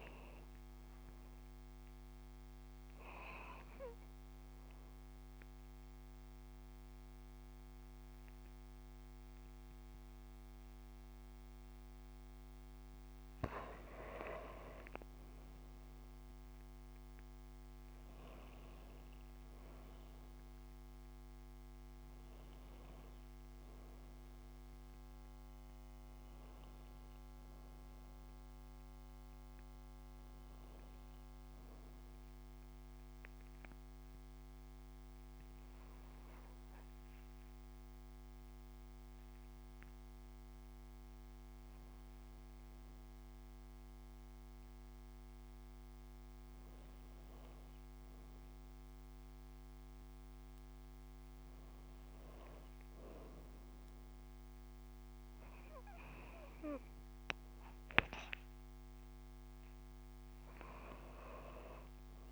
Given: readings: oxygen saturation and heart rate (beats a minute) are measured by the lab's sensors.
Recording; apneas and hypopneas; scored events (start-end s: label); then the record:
breathing in sleep by a microphone on the trachea; 1
0.00-3.00 s: oxygen desaturation (device-marked, oxygen 92% lowest)
1.50-12.50 s: obstructive apnea (oxygen 95% before, 92% lowest)
14.50-19.00 s: arousal
20.00-45.00 s: oxygen desaturation (device-marked, oxygen 96% before, 92% lowest)
44.50-49.00 s: arousal
From the record:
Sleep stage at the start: N2 (light sleep); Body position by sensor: on the back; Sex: female